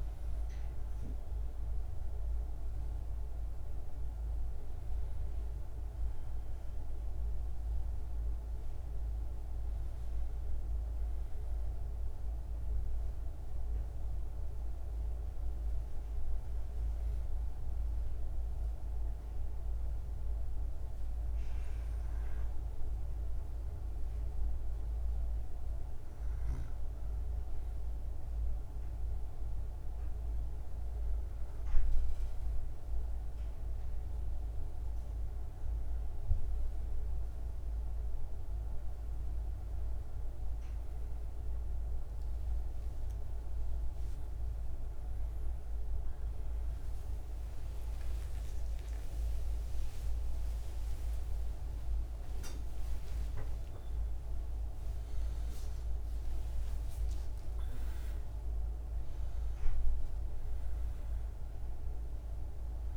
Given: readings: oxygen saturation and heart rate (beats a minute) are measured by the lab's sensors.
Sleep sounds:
breathing in sleep, hard to hear, by a room microphone; 1
17.00-29.50 s: hypopnea (oxygen 98% before, 95% lowest, heart rate 65 before, 57 extreme, up 5 after)
31.00-35.50 s: arousal
47.50-52.50 s: arousal
From the record:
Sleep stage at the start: N1 (lightest sleep); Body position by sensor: on the back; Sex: female

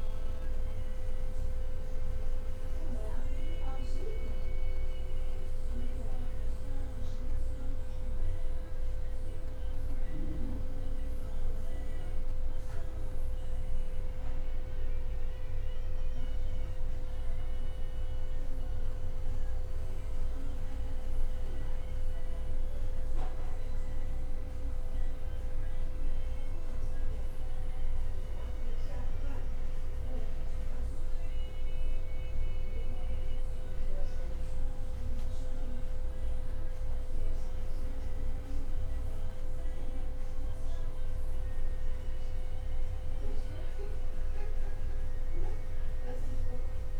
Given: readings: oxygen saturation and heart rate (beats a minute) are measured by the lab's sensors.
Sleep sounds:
breathing in sleep, hard to hear, by a room microphone; none
18.00-19.50 s: leg movement (device-marked)
21.00-23.50 s: leg movement (device-marked)
29.50-30.50 s: leg movement (device-marked)
31.50-40.00 s: leg movement (device-marked)
42.00-44.00 s: leg movement (device-marked)
44.50-46.50 s: long interval between heartbeats (device-marked, heart rate 67 before, 71 extreme)
45.50-47.00 s: leg movement (device-marked)
From the record:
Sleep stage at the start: N1 (lightest sleep); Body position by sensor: on the back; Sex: male

